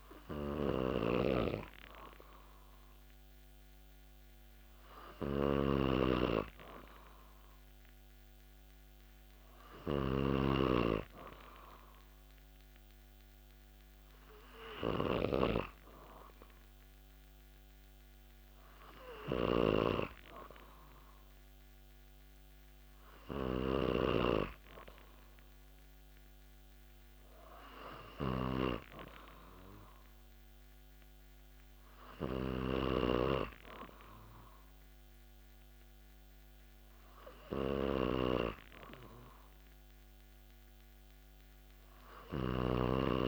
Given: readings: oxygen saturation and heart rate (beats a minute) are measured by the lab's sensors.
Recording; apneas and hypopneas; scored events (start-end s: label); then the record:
breathing in sleep by a microphone on the trachea; none
0.00-10.50 s: snoring (device-marked)
19.50-24.50 s: snoring (device-marked)
From the record:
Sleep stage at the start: N2 (light sleep); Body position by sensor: on the back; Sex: male